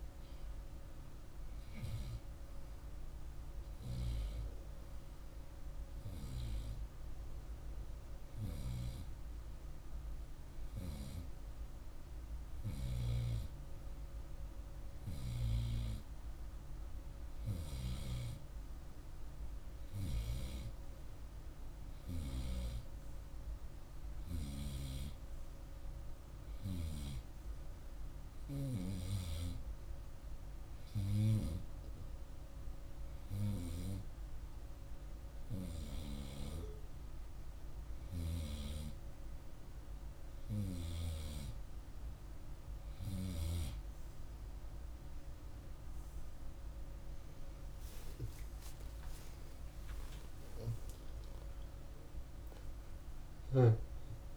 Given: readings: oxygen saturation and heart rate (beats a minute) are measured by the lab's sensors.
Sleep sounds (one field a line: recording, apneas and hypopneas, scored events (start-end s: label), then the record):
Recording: breathing in sleep by a room microphone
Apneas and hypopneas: none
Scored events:
17.50-54.37 s: new sleep stage, N2 (light sleep)
48.50-53.50 s: arousal
From the record:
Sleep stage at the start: N1 (lightest sleep)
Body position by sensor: on the right side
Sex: male